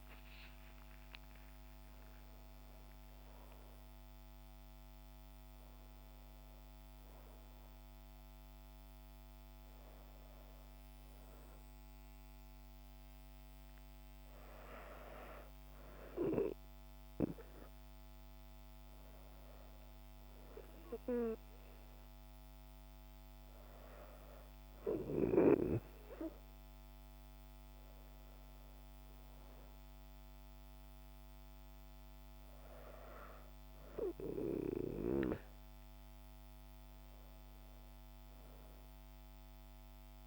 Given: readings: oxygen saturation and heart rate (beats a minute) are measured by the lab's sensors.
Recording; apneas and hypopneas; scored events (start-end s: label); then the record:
breathing in sleep by a microphone on the trachea; none
none scored
From the record:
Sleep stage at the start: N2 (light sleep); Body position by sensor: on the back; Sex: female